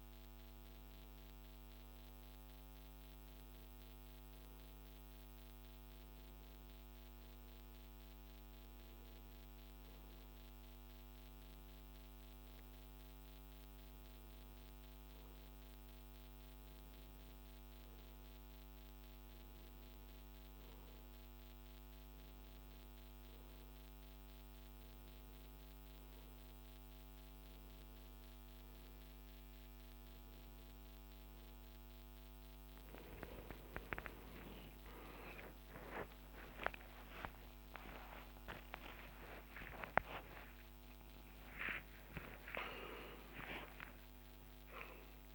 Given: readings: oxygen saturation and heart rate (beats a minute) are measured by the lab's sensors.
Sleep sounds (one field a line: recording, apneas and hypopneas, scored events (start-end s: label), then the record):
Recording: a person awake in a sleep study, by a microphone on the trachea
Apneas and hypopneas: none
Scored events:
none scored
From the record:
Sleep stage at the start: awake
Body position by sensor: on the right side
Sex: male